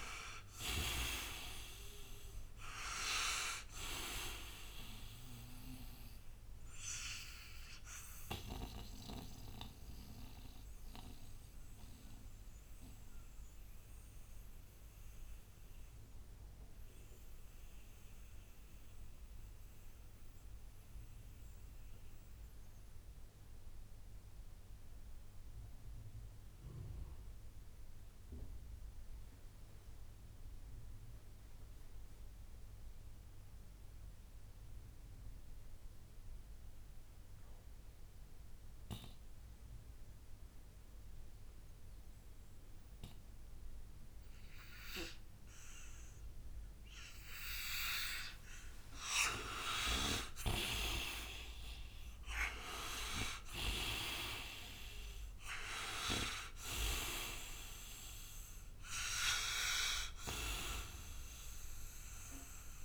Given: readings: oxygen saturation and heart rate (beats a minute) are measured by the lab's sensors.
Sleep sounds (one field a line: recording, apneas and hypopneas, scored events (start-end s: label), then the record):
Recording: breathing in sleep by a room microphone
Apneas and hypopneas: 1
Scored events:
0.00-29.50 s: oxygen desaturation (device-marked, oxygen 77% lowest, heart rate 60 extreme)
7.00-48.00 s: mixed apnea (oxygen 97% before, 77% lowest, heart rate 65 before, 57 extreme, up 4 after)
38.50-62.85 s: oxygen desaturation (device-marked, oxygen 98% before, 79% lowest, heart rate 67 before, 57 extreme)
49.00-53.00 s: arousal
From the record:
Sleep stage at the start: N2 (light sleep)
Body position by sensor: on the right side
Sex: male